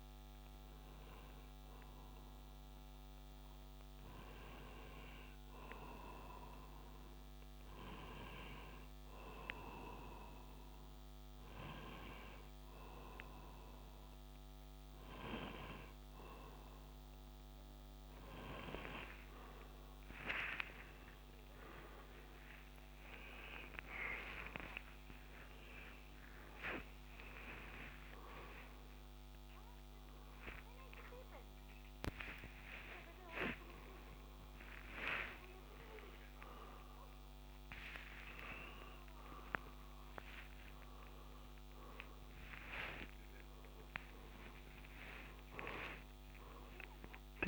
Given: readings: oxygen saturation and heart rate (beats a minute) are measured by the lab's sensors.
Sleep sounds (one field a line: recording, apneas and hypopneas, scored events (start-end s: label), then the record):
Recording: a person awake in a sleep study, by a microphone on the trachea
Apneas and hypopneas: none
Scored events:
22.50-47.48 s: new sleep stage, awake
27.50-36.50 s: tachycardia (device-marked)
From the record:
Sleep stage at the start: N1 (lightest sleep)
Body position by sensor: on the right side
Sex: male